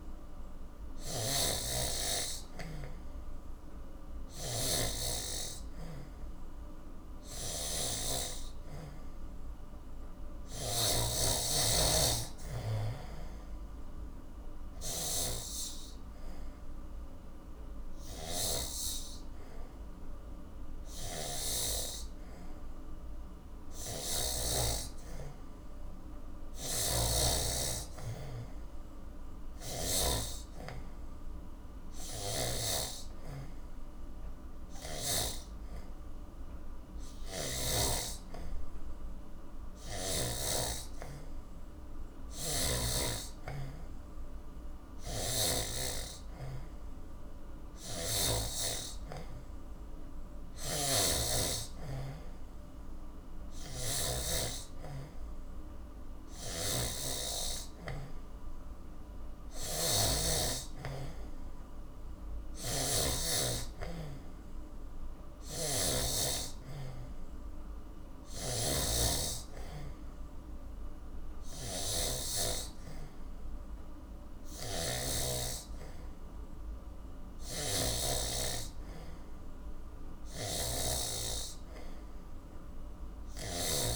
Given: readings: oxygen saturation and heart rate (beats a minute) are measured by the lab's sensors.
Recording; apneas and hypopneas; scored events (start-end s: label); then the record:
breathing in sleep by a room microphone; none
0.00-11.00 s: snoring (device-marked)
18.00-24.50 s: snoring (device-marked)
26.50-30.00 s: snoring (device-marked)
35.50-43.50 s: oxygen desaturation (device-marked, oxygen 92% before, 89% lowest, heart rate 88 before, 87 extreme)
37.00-40.50 s: snoring (device-marked)
45.00-48.50 s: snoring (device-marked)
48.50-55.50 s: oxygen desaturation (device-marked, oxygen 91% before, 88% lowest, heart rate 98 before, 67 extreme)
50.50-66.00 s: snoring (device-marked)
68.00-78.00 s: snoring (device-marked)
80.00-83.96 s: snoring (device-marked)
From the record:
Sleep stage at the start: N3 (deep sleep); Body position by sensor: on the back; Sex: male